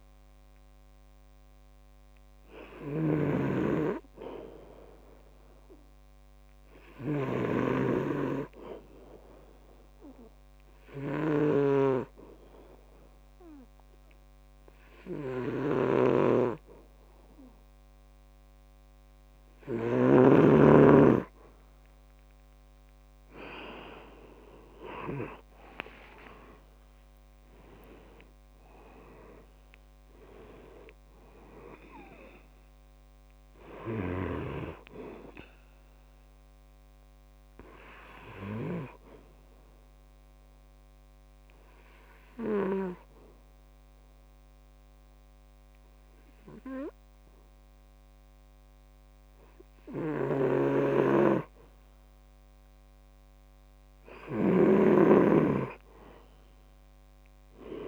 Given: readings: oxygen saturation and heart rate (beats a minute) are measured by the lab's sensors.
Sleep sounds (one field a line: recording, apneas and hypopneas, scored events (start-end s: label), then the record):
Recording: breathing in sleep by a microphone on the trachea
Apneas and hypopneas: 2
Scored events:
0.00-8.00 s: snoring (device-marked)
10.00-21.50 s: obstructive apnea (oxygen 97% before, 91% lowest, heart rate 68 before, 66 extreme, up 10 after)
24.50-28.50 s: arousal
31.00-53.00 s: oxygen desaturation (device-marked, oxygen 96% before, 91% lowest, heart rate 70 before, 66 extreme)
39.50-51.50 s: obstructive apnea (oxygen 97% before, 91% lowest, heart rate 74 before, 66 extreme, up 4 after)
54.00-57.88 s: arousal
From the record:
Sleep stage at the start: N2 (light sleep)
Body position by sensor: on the back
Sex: male